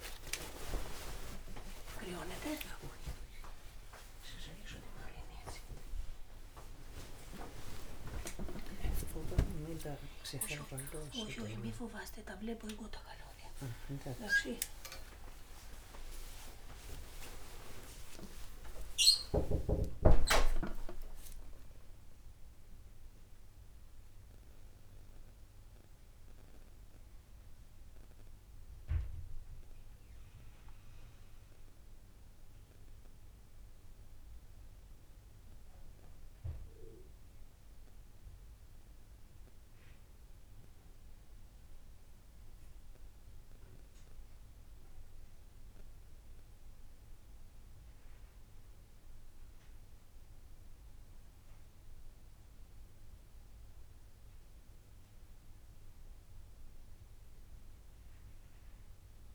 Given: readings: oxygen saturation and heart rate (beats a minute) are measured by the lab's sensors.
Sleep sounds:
a person partly awake in a sleep study, by a room microphone; none
0.50-2.50 s: long interval between heartbeats (device-marked, heart rate 30 before, 37 extreme)
7.50-9.50 s: long interval between heartbeats (device-marked, heart rate 33 before, 60 extreme)
11.50-13.50 s: long interval between heartbeats (device-marked, heart rate 39 before, 57 extreme)
14.00-16.00 s: long interval between heartbeats (device-marked, heart rate 45 before, 51 extreme)
16.00-18.00 s: long interval between heartbeats (device-marked, heart rate 47 before, 56 extreme)
23.00-53.00 s: new sleep stage, N1 (lightest sleep)
53.00-59.35 s: new sleep stage, N2 (light sleep)
From the record:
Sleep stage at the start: awake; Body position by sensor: on the right side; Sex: female

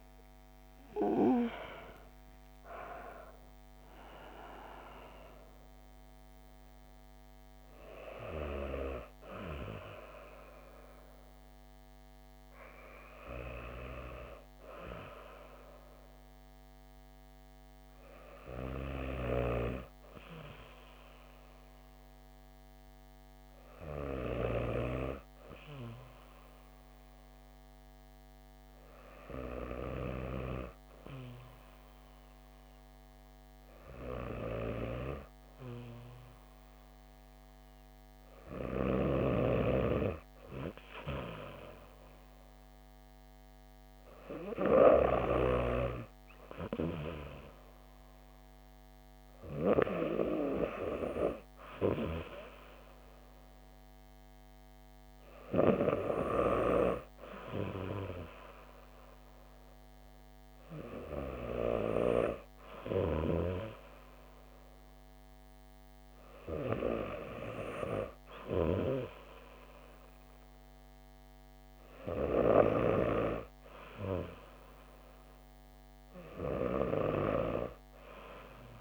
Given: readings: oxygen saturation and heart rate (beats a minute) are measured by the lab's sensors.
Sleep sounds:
breathing in sleep by a microphone on the trachea; none
0.00-2.50 s: arousal
From the record:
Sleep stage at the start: N2 (light sleep); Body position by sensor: on the back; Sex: female

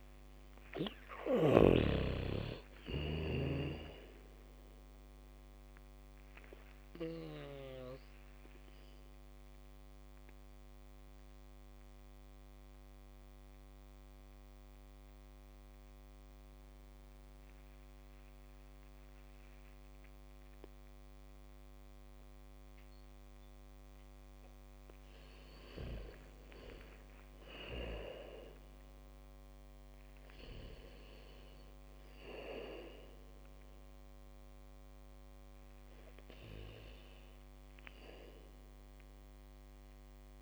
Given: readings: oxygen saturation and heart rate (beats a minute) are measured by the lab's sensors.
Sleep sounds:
breathing in sleep by a microphone on the trachea; 1
0.00-2.50 s: arousal
0.00-2.50 s: snoring (device-marked)
0.00-20.50 s: oxygen desaturation (device-marked, oxygen 77% lowest, heart rate 52 extreme)
7.00-23.50 s: mixed apnea (oxygen 99% before, 77% lowest, heart rate 65 before, 54 extreme)
24.50-28.50 s: bradycardia (device-marked, heart rate 73 before, 54 extreme)
25.50-29.50 s: arousal
32.50-40.42 s: oxygen desaturation (device-marked, oxygen 99% before, 88% lowest, heart rate 70 before, 67 extreme)
From the record:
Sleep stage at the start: N2 (light sleep); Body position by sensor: on the back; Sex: female

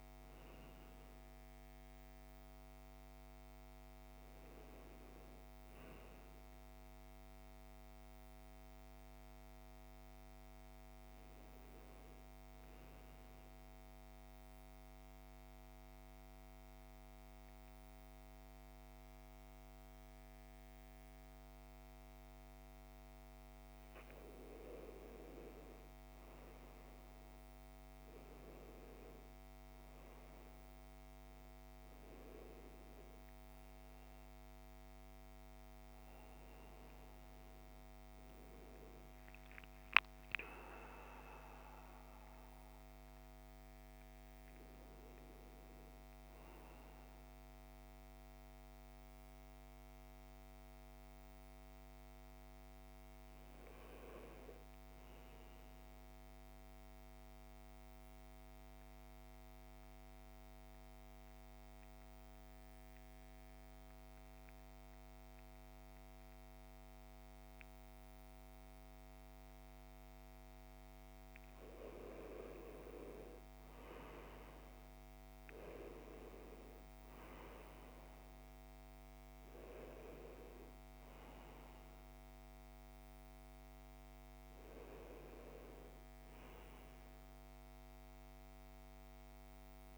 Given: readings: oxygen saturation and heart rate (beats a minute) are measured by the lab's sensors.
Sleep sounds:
breathing in sleep by a microphone on the trachea; 2
13.00-23.50 s: central apnea (oxygen 98% before, 89% lowest, heart rate 66 before, 59 extreme, up 9 after)
24.00-41.00 s: oxygen desaturation (device-marked, oxygen 96% before, 89% lowest, heart rate 62 before, 57 extreme)
25.00-28.50 s: arousal
50.50-54.50 s: arousal
56.50-70.00 s: central apnea (oxygen 98% before, 89% lowest, heart rate 67 before, 57 extreme, up 11 after)
72.00-76.50 s: arousal
76.00-89.98 s: oxygen desaturation (device-marked, oxygen 97% before, 89% lowest, heart rate 60 before, 60 extreme)
From the record:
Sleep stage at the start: N1 (lightest sleep); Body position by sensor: on the right side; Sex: male

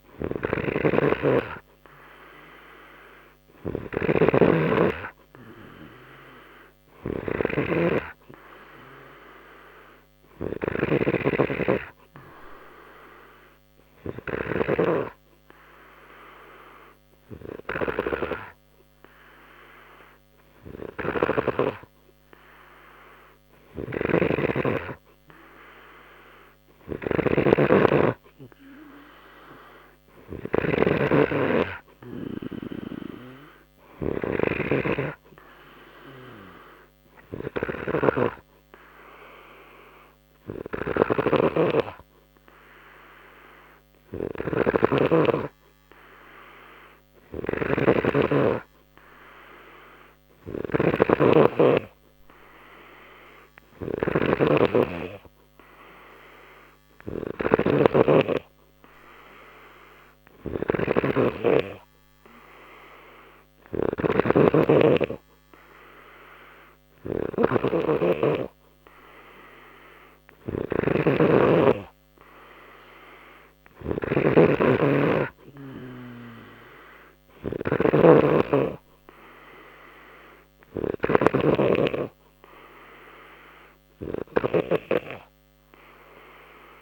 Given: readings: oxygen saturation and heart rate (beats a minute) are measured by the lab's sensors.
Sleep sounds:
breathing in sleep by a microphone on the trachea; none
0.00-14.50 s: snoring (device-marked)
23.50-86.82 s: snoring (device-marked)
From the record:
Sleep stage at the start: N2 (light sleep); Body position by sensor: on the left side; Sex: male

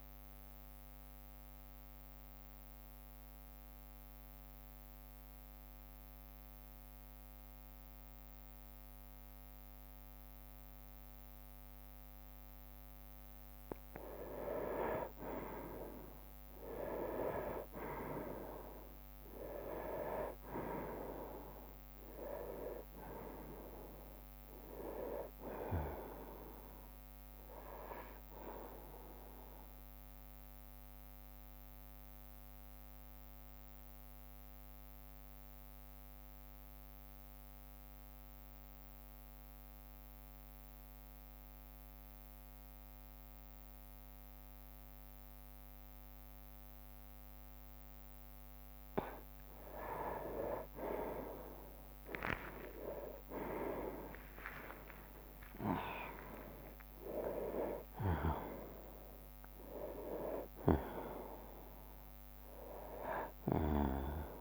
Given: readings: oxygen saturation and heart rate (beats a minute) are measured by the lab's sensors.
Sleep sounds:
breathing in sleep by a microphone on the trachea; 2
0.50-13.50 s: mixed apnea (oxygen 98% before, 91% lowest, heart rate 65 before, 58 extreme, up 11 after)
2.50-10.50 s: bradycardia (device-marked, heart rate 69 before, 58 extreme)
16.50-20.50 s: arousal
17.50-29.50 s: drop in pulse transit time (device-marked, heart rate 60 before, 64 extreme)
20.50-46.50 s: oxygen desaturation (device-marked, oxygen 97% before, 91% lowest, heart rate 61 before, 58 extreme)
26.50-28.50 s: long interval between heartbeats (device-marked, heart rate 63 before, 69 extreme)
29.50-31.50 s: bradycardia (device-marked, heart rate 69 before, 65 extreme)
30.50-49.50 s: obstructive apnea (oxygen 97% before, 91% lowest, heart rate 66 before, 59 extreme, up 19 after)
34.50-46.50 s: bradycardia (device-marked, heart rate 69 before, 59 extreme)
52.00-54.00 s: long interval between heartbeats (device-marked, heart rate 60 before, 70 extreme)
52.00-57.00 s: arousal
53.50-64.41 s: oxygen desaturation (device-marked, oxygen 98% before, 93% lowest, heart rate 61 before, 58 extreme)
54.50-64.41 s: drop in pulse transit time (device-marked, heart rate 61 before, 67 extreme)
From the record:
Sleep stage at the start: N2 (light sleep); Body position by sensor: on the right side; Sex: male

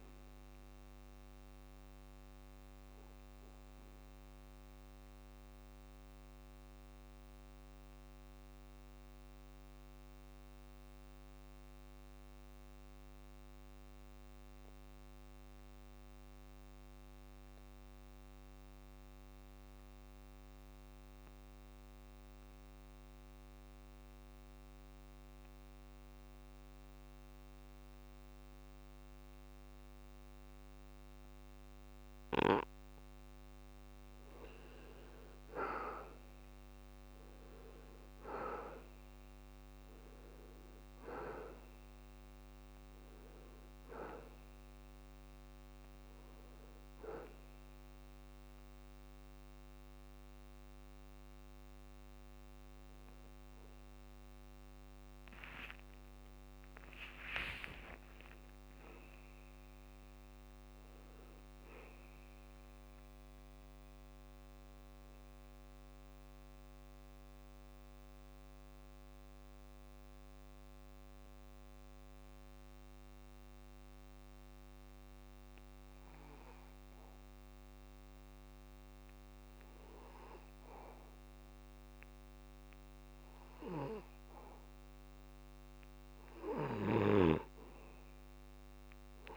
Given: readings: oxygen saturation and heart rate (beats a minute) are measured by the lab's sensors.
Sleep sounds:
breathing in sleep by a microphone on the trachea; 2
0.00-22.50 s: oxygen desaturation (device-marked, oxygen 86% lowest, heart rate 67 extreme)
3.00-32.50 s: mixed apnea (oxygen 99% before, 84% lowest, heart rate 90 before, 67 extreme, up 1 after)
33.50-61.50 s: oxygen desaturation (device-marked, oxygen 99% before, 84% lowest, heart rate 153 before, 64 extreme)
34.00-37.50 s: arousal
56.50-61.50 s: arousal
66.50-84.00 s: mixed apnea (oxygen 99% before, 87% lowest, heart rate 94 before, 62 extreme, up 10 after)
83.50-89.37 s: oxygen desaturation (device-marked, oxygen 98% before, 87% lowest, heart rate 68 before, 62 extreme)
86.00-89.37 s: arousal
From the record:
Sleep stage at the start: N2 (light sleep); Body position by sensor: on the back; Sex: male

